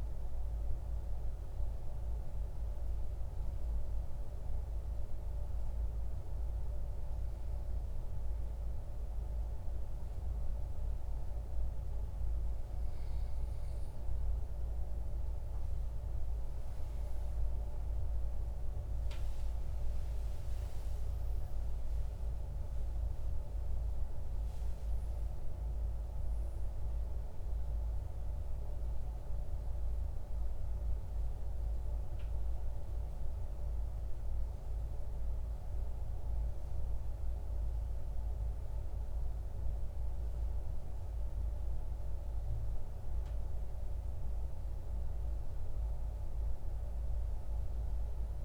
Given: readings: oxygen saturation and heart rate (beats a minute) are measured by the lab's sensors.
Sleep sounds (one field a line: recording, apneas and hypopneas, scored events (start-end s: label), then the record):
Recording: breathing in sleep, hard to hear, by a room microphone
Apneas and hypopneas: 1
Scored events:
1.50-15.00 s: mixed apnea (oxygen 97% before, 96% lowest, heart rate 68 before, 48 extreme, up 28 after)
16.50-21.50 s: arousal
20.50-48.45 s: new sleep stage, N1 (lightest sleep)
From the record:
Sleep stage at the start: REM sleep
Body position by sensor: on the back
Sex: male